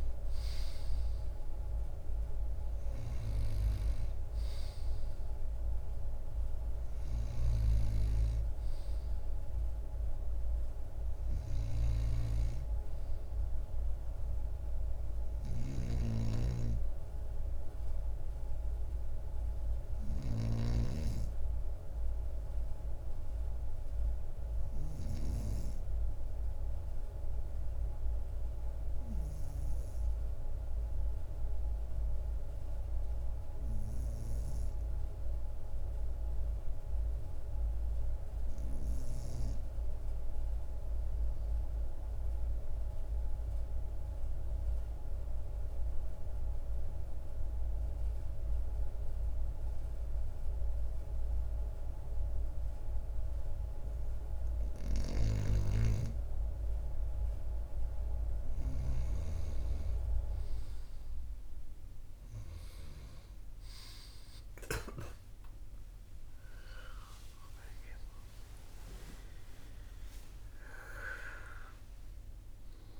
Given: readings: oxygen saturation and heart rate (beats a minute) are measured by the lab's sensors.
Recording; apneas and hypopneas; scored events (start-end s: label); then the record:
breathing in sleep by a room microphone; 1
15.00-20.00 s: snoring (device-marked)
29.00-54.00 s: obstructive apnea (oxygen 99% before, 95% lowest, heart rate 42 before, 41 extreme, up 3 after)
55.00-64.50 s: snoring (device-marked)
66.00-73.00 s: new sleep stage, awake
From the record:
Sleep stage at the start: N2 (light sleep); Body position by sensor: on the right side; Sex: male